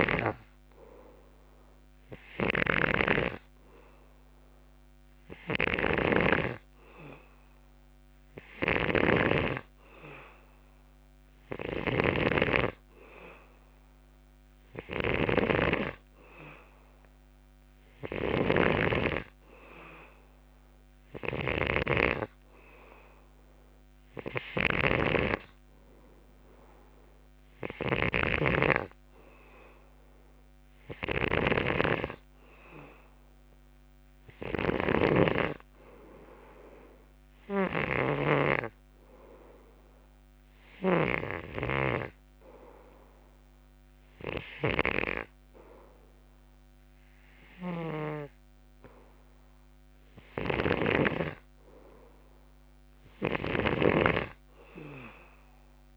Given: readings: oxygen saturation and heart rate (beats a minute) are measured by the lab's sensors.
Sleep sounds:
breathing in sleep by a microphone on the trachea; none
0.00-55.97 s: snoring (device-marked)
From the record:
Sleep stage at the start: N2 (light sleep); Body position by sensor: on the left side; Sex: male

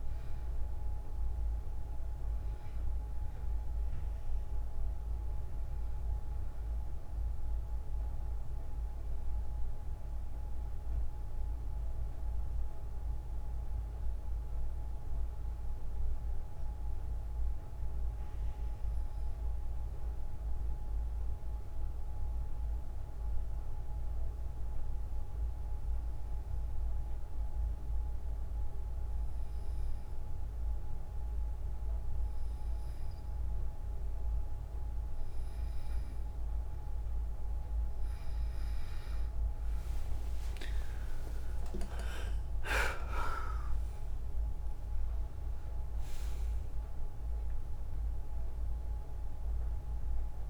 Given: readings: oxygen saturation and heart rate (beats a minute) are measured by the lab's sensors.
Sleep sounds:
breathing in sleep, hard to hear, by a room microphone; 1
0.00-16.00 s: oxygen desaturation (device-marked, oxygen 90% lowest, heart rate 55 extreme)
17.00-34.50 s: hypopnea (oxygen 97% before, 90% lowest, heart rate 58 before, 55 extreme, up 6 after)
31.00-50.50 s: oxygen desaturation (device-marked, oxygen 98% before, 90% lowest, heart rate 57 before, 50 extreme)
39.50-44.50 s: arousal
From the record:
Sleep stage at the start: N2 (light sleep); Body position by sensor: on the right side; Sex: female

